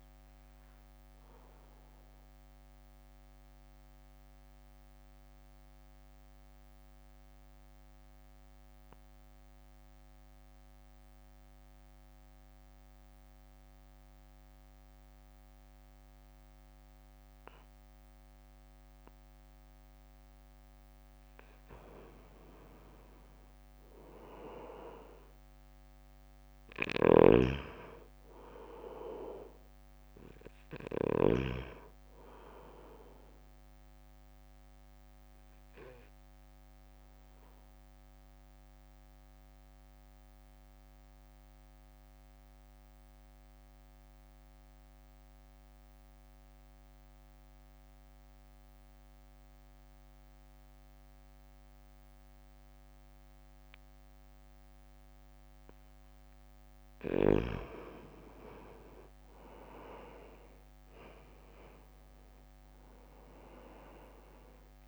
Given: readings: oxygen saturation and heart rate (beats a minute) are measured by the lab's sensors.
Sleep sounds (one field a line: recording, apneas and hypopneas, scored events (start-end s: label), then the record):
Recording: breathing in sleep by a microphone on the trachea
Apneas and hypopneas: 2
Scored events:
0.00-3.50 s: oxygen desaturation (device-marked, oxygen 93% lowest, heart rate 51 extreme)
0.50-20.50 s: central apnea (oxygen 98% before, 92% lowest, heart rate 57 before, 55 extreme, up 3 after)
5.50-17.50 s: oxygen desaturation (device-marked, oxygen 97% before, 92% lowest, heart rate 56 before, 55 extreme)
24.00-28.00 s: arousal
25.50-38.50 s: drop in pulse transit time (device-marked, heart rate 59 before, 55 extreme)
27.00-31.50 s: snoring (device-marked)
35.50-56.50 s: obstructive apnea (oxygen 98% before, 90% lowest, heart rate 59 before, 52 extreme, up 1 after)
59.00-63.00 s: arousal
60.50-64.88 s: drop in pulse transit time (device-marked, heart rate 61 before, 52 extreme)
62.50-64.88 s: oxygen desaturation (device-marked, oxygen 96% before, 92% lowest, heart rate 61 before, 52 extreme)
From the record:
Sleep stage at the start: N2 (light sleep)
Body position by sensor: on the right side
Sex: male